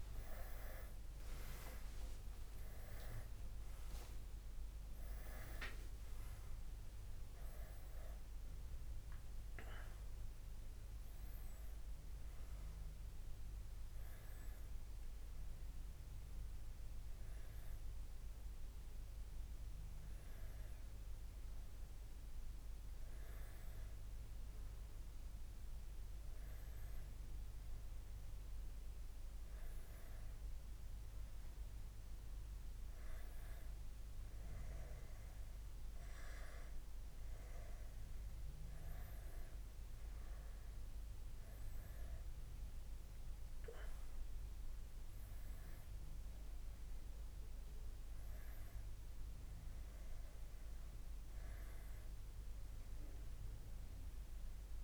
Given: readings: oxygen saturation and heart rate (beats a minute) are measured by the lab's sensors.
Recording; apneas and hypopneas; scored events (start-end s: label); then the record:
a person awake in a sleep study, by a room microphone; none
none scored
From the record:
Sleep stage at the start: awake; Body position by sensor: on the back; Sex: male